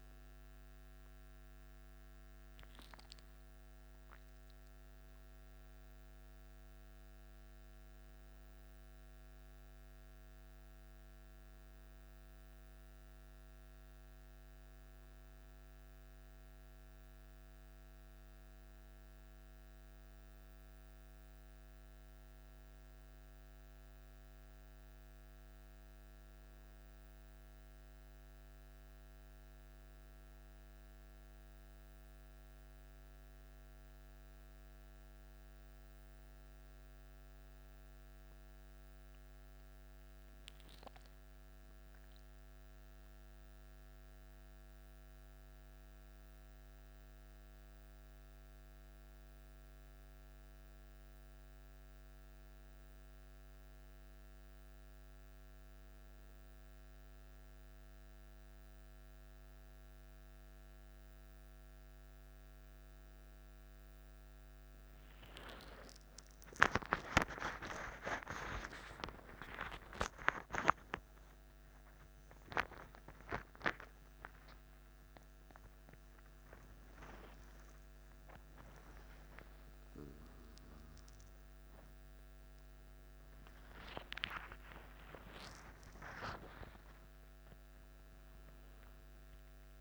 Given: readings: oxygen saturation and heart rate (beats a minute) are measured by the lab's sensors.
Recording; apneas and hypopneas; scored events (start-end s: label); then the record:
a person awake in a sleep study, by a microphone on the trachea; none
89.50-89.81 s: new sleep stage, N1 (lightest sleep)
From the record:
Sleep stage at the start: awake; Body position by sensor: on the back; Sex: male